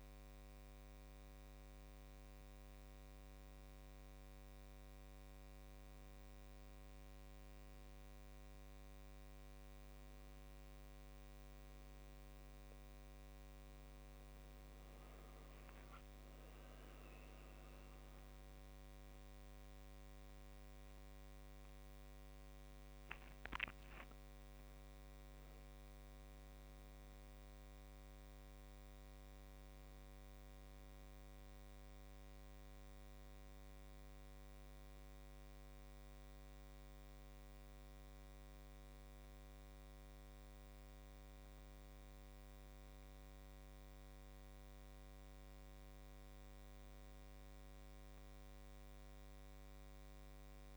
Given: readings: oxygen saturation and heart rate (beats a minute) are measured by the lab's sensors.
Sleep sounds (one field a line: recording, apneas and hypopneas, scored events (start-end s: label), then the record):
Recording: a person awake in a sleep study, hard to hear, by a microphone on the trachea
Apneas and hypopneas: none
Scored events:
18.00-33.00 s: drop in pulse transit time (device-marked, heart rate 46 before, 46 extreme)
From the record:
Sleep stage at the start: awake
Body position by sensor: on the back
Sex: male